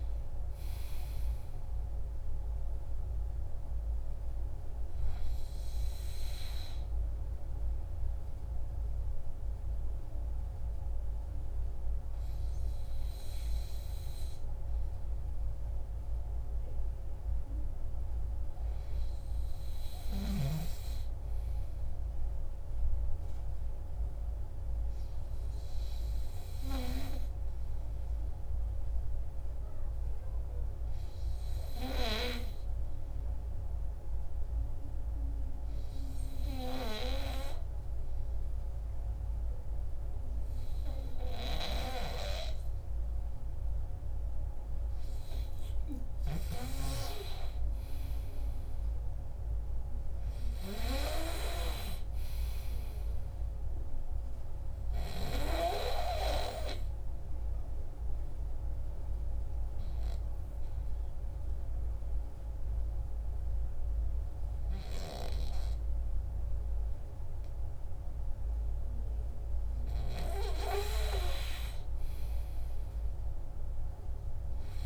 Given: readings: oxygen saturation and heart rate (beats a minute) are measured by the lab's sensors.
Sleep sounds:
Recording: breathing in sleep by a room microphone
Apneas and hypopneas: 2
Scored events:
0.00-21.00 s: oxygen desaturation (device-marked, oxygen 85% lowest, heart rate 49 extreme)
3.00-45.50 s: obstructive apnea (oxygen 97% before, 85% lowest, heart rate 72 before, 60 extreme, up 5 after)
42.00-74.00 s: oxygen desaturation (device-marked, oxygen 99% before, 93% lowest, heart rate 62 before, 62 extreme)
48.50-51.50 s: arousal
56.00-70.50 s: obstructive apnea (oxygen 99% before, 93% lowest, heart rate 67 before, 62 extreme, up 3 after)
73.00-74.86 s: arousal
From the record:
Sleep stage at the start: N2 (light sleep)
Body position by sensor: on the back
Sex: male

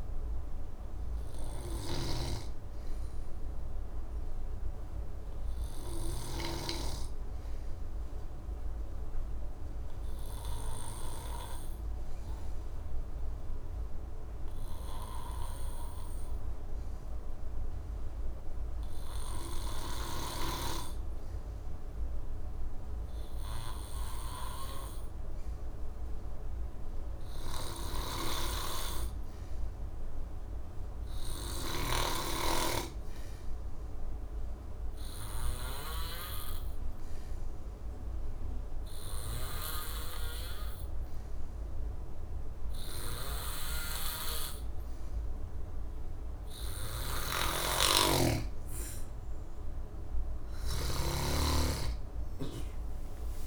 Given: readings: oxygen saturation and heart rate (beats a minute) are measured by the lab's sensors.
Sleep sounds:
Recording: breathing in sleep by a room microphone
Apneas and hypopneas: 1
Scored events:
0.00-6.50 s: oxygen desaturation (device-marked, oxygen 91% lowest, heart rate 64 extreme)
0.00-6.50 s: snoring (device-marked)
4.00-48.50 s: obstructive apnea (oxygen 96% before, 90% lowest, heart rate 75 before, 64 extreme, up 10 after)
27.50-50.50 s: oxygen desaturation (device-marked, oxygen 98% before, 92% lowest, heart rate 65 before, 67 extreme)
47.00-51.00 s: snoring (device-marked)
From the record:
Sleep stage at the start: N2 (light sleep)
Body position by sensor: on the back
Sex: male

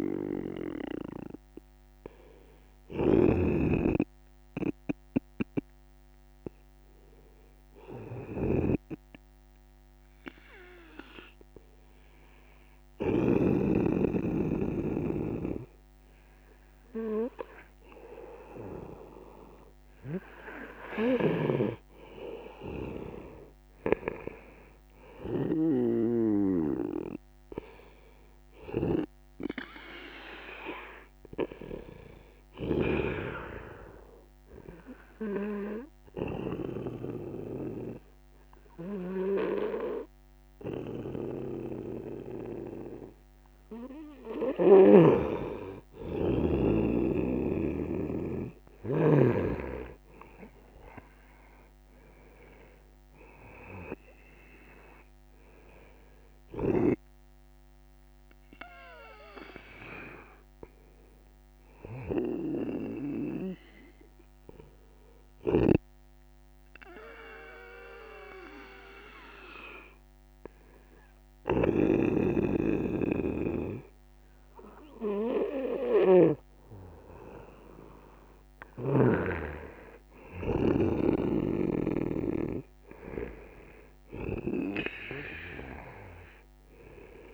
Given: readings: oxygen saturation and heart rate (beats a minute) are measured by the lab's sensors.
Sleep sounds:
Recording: breathing in sleep by a microphone on the trachea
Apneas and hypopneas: 3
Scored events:
0.00-18.00 s: oxygen desaturation (device-marked, oxygen 91% lowest, heart rate 55 extreme)
1.00-18.00 s: hypopnea (oxygen 97% before, 91% lowest, heart rate 63 before, 55 extreme, up 0 after)
3.00-13.50 s: snoring (device-marked)
16.00-18.00 s: bradycardia (device-marked, heart rate 116 before, 79 extreme)
21.00-33.00 s: snoring (device-marked)
21.50-25.50 s: arousal
34.00-44.00 s: obstructive apnea (oxygen 97% before, 91% lowest)
44.50-49.00 s: snoring (device-marked)
49.50-52.50 s: arousal
55.00-72.00 s: oxygen desaturation (device-marked, oxygen 96% before, 91% lowest)
58.00-65.00 s: bradycardia (device-marked)
65.00-76.50 s: obstructive apnea (oxygen 96% before, 91% lowest, heart rate 76 before, 101 extreme)
71.50-79.00 s: snoring (device-marked)
80.00-83.50 s: arousal
From the record:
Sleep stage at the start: N2 (light sleep)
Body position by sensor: on the right side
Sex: male

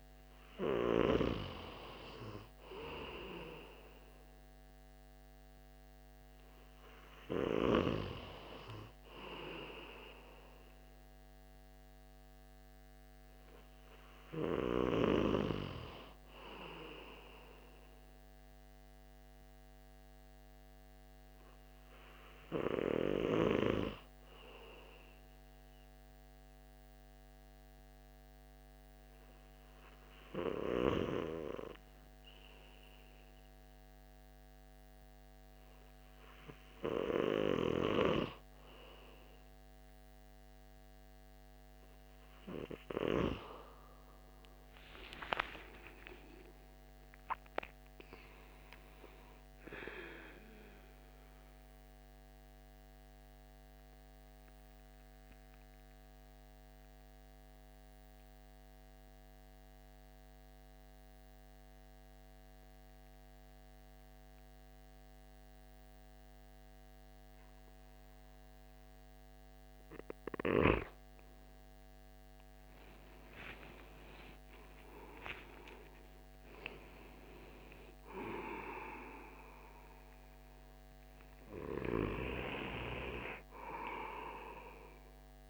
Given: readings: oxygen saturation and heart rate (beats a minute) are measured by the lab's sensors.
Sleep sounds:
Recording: breathing in sleep by a microphone on the trachea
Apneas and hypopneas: 2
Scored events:
0.00-1.50 s: arousal
19.50-39.00 s: hypopnea (oxygen 96% before, 92% lowest)
45.00-49.00 s: arousal
52.00-70.00 s: obstructive apnea (oxygen 96% before, 92% lowest)
72.00-76.50 s: arousal
79.50-85.50 s: oxygen desaturation (device-marked, oxygen 96% before, 92% lowest)
From the record:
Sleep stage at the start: N2 (light sleep)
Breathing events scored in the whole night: 264 in 7.4 hours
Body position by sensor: on the back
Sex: male

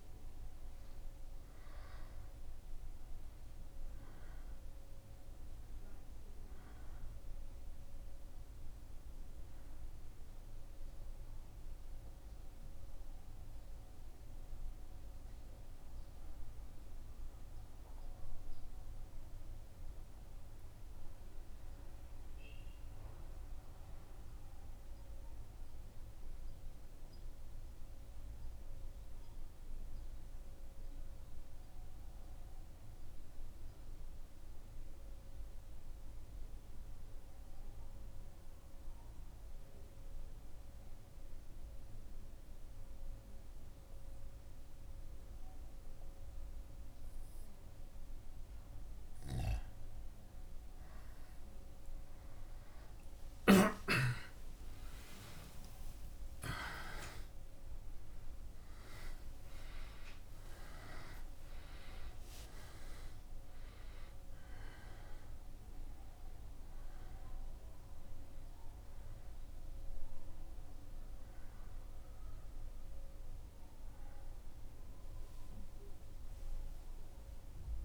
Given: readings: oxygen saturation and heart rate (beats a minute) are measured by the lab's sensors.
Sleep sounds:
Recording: a person awake in a sleep study, by a room microphone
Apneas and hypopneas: 1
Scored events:
10.00-47.50 s: mixed apnea (oxygen 95% before, 92% lowest, heart rate 77 before, 74 extreme, up 1 after)
38.00-77.85 s: new sleep stage, awake
49.00-57.00 s: oxygen desaturation (device-marked, oxygen 96% before, 93% lowest, heart rate 75 before, 74 extreme)
From the record:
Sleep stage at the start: N2 (light sleep)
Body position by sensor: on the back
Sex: male

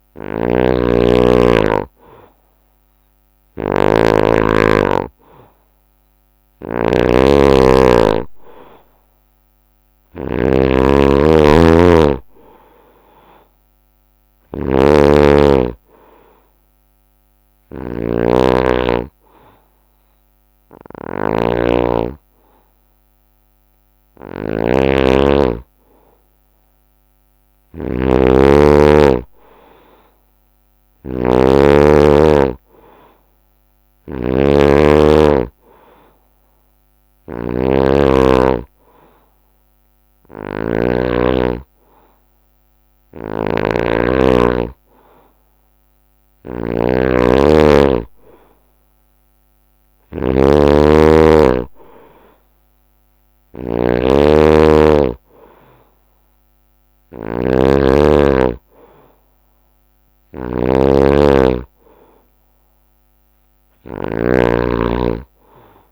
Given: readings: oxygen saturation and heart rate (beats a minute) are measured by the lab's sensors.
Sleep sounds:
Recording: breathing in sleep by a microphone on the trachea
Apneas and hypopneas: 1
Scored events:
0.00-65.92 s: snoring (device-marked)
15.00-26.00 s: hypopnea (oxygen 93% before, 90% lowest, heart rate 69 before, 63 extreme, up 3 after)
26.00-29.00 s: arousal
From the record:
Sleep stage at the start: N2 (light sleep)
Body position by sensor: on the right side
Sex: male

